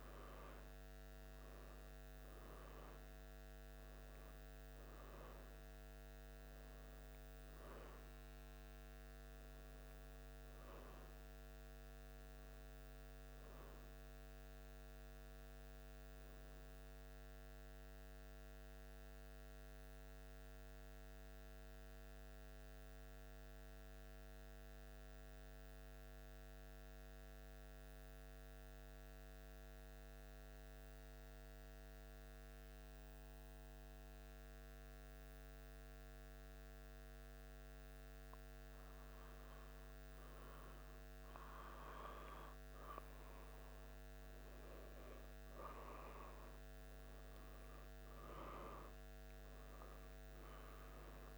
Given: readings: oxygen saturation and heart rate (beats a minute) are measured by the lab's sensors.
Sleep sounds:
breathing in sleep, hard to hear, by a microphone on the trachea; 1
9.50-13.50 s: arousal
13.50-51.37 s: new sleep stage, N2 (light sleep)
15.50-38.00 s: central apnea (oxygen 98% before, 93% lowest, heart rate 76 before, 73 extreme, up 5 after)
40.50-44.50 s: arousal
42.50-46.50 s: oxygen desaturation (device-marked, oxygen 98% before, 97% lowest, heart rate 75 before, 74 extreme)
From the record:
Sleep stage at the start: N1 (lightest sleep); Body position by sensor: on the back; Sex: male

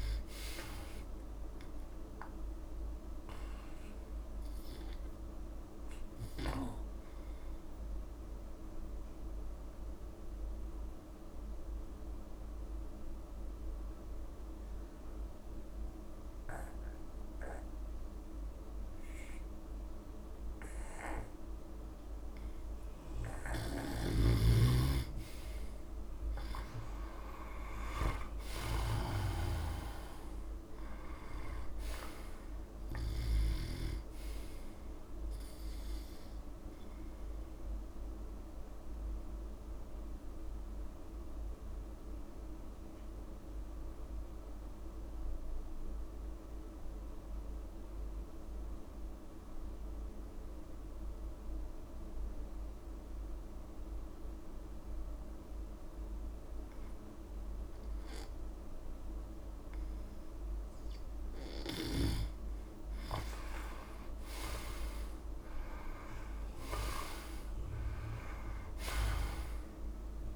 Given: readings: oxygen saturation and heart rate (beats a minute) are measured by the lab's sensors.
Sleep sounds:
breathing in sleep by a room microphone; 2
0.00-18.50 s: oxygen desaturation (device-marked, oxygen 89% lowest)
8.00-23.00 s: obstructive apnea (oxygen 98% before, 87% lowest)
26.50-30.50 s: arousal
31.50-50.50 s: oxygen desaturation (device-marked, oxygen 98% before, 90% lowest)
38.00-60.00 s: obstructive apnea (oxygen 98% before, 87% lowest)
61.50-70.36 s: oxygen desaturation (device-marked, oxygen 99% before, 87% lowest)
64.00-67.50 s: arousal
From the record:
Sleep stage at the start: N2 (light sleep); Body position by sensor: on the back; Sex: male

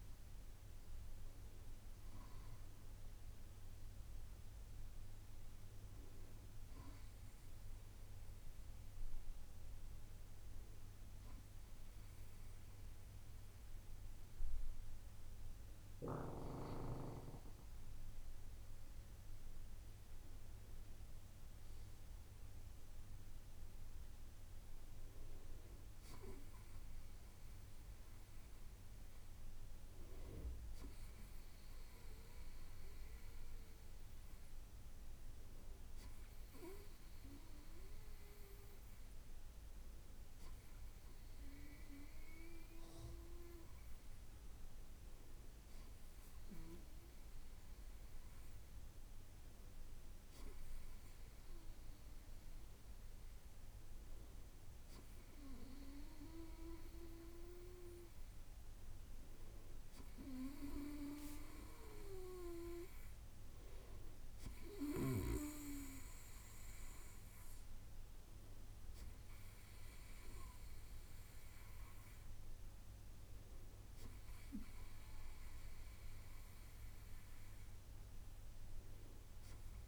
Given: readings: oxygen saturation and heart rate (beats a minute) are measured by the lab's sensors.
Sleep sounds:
breathing in sleep by a room microphone; none
none scored
From the record:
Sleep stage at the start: N2 (light sleep); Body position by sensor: on the right side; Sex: male

